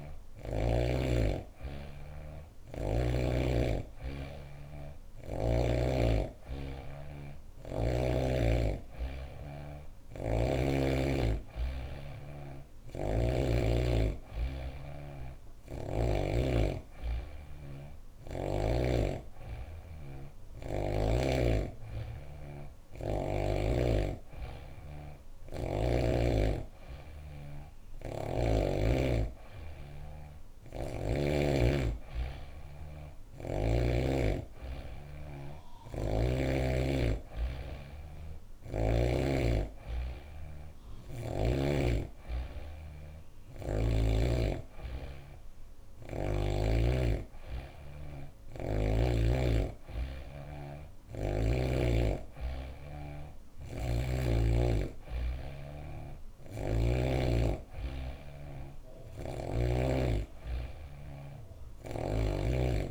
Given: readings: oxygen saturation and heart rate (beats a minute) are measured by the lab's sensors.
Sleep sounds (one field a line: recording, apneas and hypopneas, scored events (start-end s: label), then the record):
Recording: breathing in sleep by a room microphone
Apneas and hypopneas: none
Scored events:
30.00-33.50 s: snoring (device-marked)
53.00-56.50 s: snoring (device-marked)
58.50-62.00 s: snoring (device-marked)
From the record:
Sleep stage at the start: N3 (deep sleep)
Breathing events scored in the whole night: 207 in 4.6 hours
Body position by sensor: on the back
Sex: female